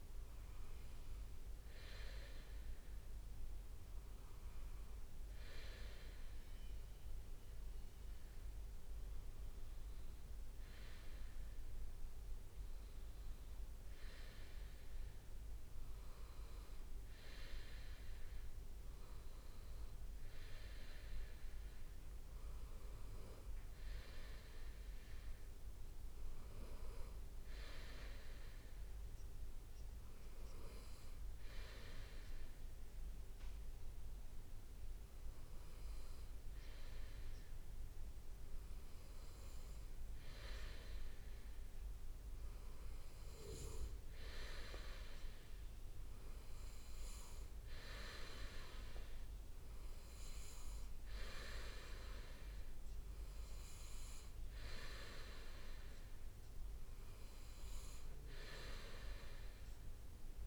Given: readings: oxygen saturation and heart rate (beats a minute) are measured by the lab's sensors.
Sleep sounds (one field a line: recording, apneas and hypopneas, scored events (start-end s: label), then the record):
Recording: breathing in sleep by a room microphone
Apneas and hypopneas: none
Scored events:
0.00-1.50 s: leg movement (device-marked)
3.50-5.50 s: leg movement (device-marked)
7.50-9.00 s: leg movement (device-marked)
9.00-10.50 s: leg movement (device-marked)
From the record:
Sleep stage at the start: N2 (light sleep)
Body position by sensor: on the right side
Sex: male